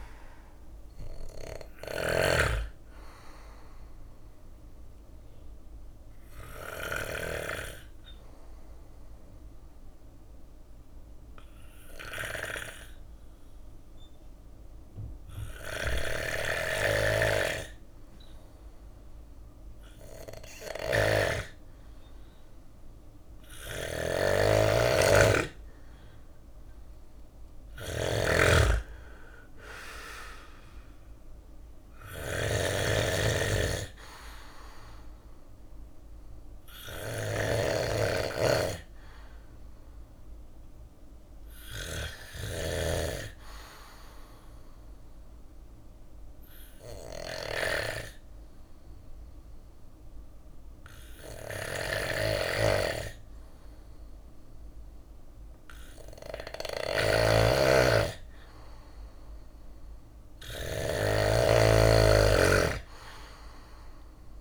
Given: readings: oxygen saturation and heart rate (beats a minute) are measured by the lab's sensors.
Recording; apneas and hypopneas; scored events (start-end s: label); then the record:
breathing in sleep by a room microphone; 2
0.00-5.00 s: drop in pulse transit time (device-marked, heart rate 59 extreme)
1.00-6.50 s: snoring (device-marked)
3.00-22.00 s: obstructive apnea (oxygen 97% before, 94% lowest, heart rate 64 before, 39 extreme, up 7 after)
4.00-47.00 s: bradycardia (device-marked, heart rate 63 before, 39 extreme)
15.00-41.50 s: snoring (device-marked)
24.50-28.00 s: arousal
26.00-38.00 s: drop in pulse transit time (device-marked, heart rate 56 before, 39 extreme)
27.50-29.50 s: long interval between heartbeats (device-marked, heart rate 55 before, 59 extreme)
31.00-49.00 s: oxygen desaturation (device-marked, oxygen 98% before, 94% lowest, heart rate 55 before, 27 extreme)
33.00-35.00 s: long interval between heartbeats (device-marked, heart rate 54 before, 45 extreme)
41.50-55.50 s: obstructive apnea (oxygen 98% before, 93% lowest, heart rate 51 before, 27 extreme, up 0 after)
48.00-64.41 s: bradycardia (device-marked)
50.50-64.41 s: snoring (device-marked)
58.00-61.00 s: arousal
59.00-61.00 s: long interval between heartbeats (device-marked, heart rate 55 before, 48 extreme)
From the record:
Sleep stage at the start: N2 (light sleep); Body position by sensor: on the back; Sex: male